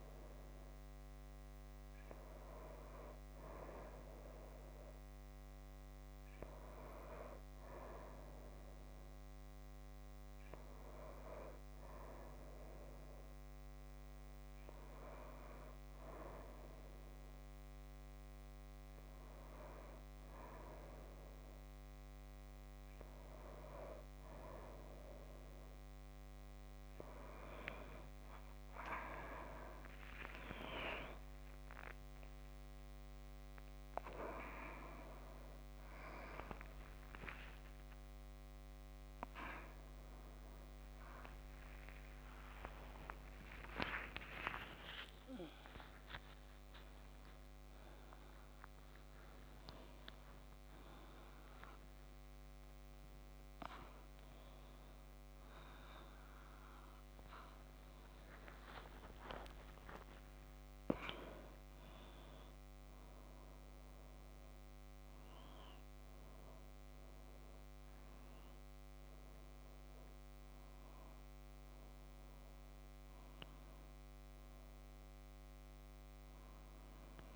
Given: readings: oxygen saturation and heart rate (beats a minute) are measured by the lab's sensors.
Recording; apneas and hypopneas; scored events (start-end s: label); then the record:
a person partly awake in a sleep study, by a microphone on the trachea; none
40.50-77.36 s: new sleep stage, awake
From the record:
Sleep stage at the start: N2 (light sleep); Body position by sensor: on the back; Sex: female